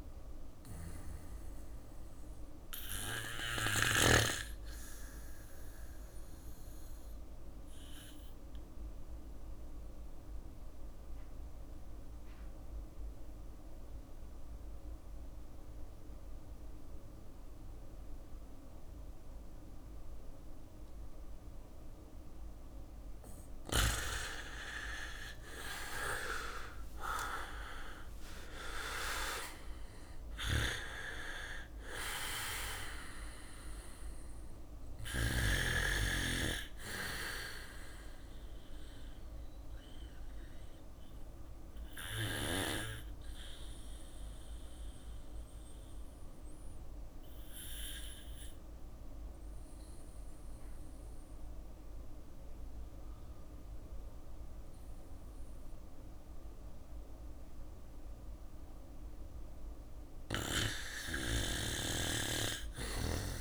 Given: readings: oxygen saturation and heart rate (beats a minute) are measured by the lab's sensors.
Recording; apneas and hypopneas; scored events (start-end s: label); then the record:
breathing in sleep by a room microphone; 2
0.00-6.50 s: drop in pulse transit time (device-marked, heart rate 61 extreme)
6.00-22.50 s: obstructive apnea (oxygen 100% before, 89% lowest, heart rate 62 before, 57 extreme, up 10 after)
12.50-20.50 s: bradycardia (device-marked, heart rate 61 before, 57 extreme)
15.50-49.50 s: oxygen desaturation (device-marked, oxygen 98% before, 89% lowest, heart rate 61 before, 56 extreme)
24.00-27.00 s: arousal
25.50-40.50 s: drop in pulse transit time (device-marked, heart rate 60 before, 59 extreme)
40.50-58.50 s: obstructive apnea (oxygen 98% before, 89% lowest, heart rate 62 before, 56 extreme, up 0 after)
51.50-63.41 s: bradycardia (device-marked, heart rate 61 before, 56 extreme)
61.00-63.41 s: arousal
From the record:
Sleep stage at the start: REM sleep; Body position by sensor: on the back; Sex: male